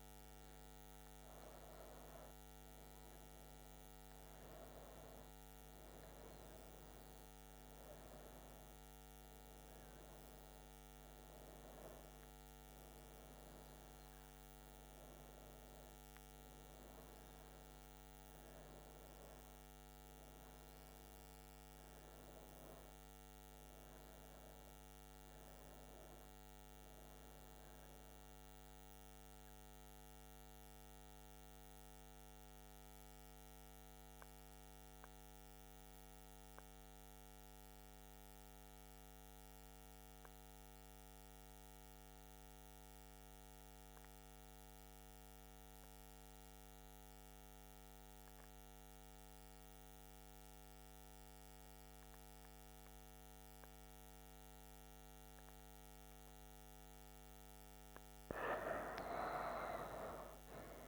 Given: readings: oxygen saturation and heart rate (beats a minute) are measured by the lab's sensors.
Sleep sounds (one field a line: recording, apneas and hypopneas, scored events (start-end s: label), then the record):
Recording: breathing in sleep, hard to hear, by a microphone on the trachea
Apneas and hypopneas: 1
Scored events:
0.00-3.50 s: arousal
28.50-56.50 s: mixed apnea (oxygen 98% before, 92% lowest, heart rate 74 before, 64 extreme, up 5 after)
52.00-60.88 s: oxygen desaturation (device-marked, oxygen 98% before, 92% lowest, heart rate 66 before, 64 extreme)
58.50-60.88 s: arousal
From the record:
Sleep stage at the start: N2 (light sleep)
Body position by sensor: on the right side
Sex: female